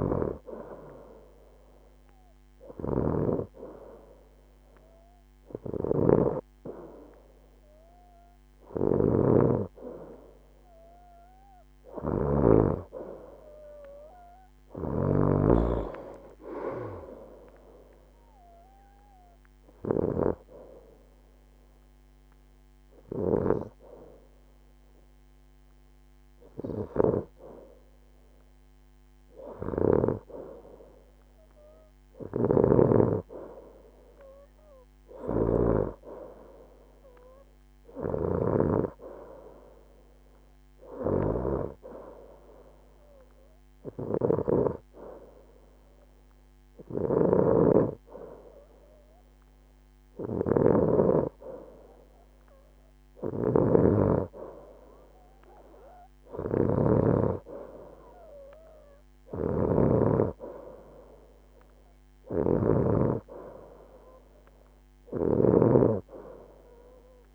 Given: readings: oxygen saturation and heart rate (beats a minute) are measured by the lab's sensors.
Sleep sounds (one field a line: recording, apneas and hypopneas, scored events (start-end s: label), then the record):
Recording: breathing in sleep by a microphone on the trachea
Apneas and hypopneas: 1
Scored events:
18.00-30.00 s: hypopnea (oxygen 92% before, 88% lowest, heart rate 79 before, 71 extreme, up 5 after)
23.50-45.50 s: oxygen desaturation (device-marked, oxygen 92% before, 88% lowest, heart rate 78 before, 71 extreme)
31.50-36.00 s: arousal
63.50-67.35 s: oxygen desaturation (device-marked, oxygen 93% before, 89% lowest, heart rate 79 before, 79 extreme)
From the record:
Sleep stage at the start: N2 (light sleep)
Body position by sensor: on the right side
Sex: female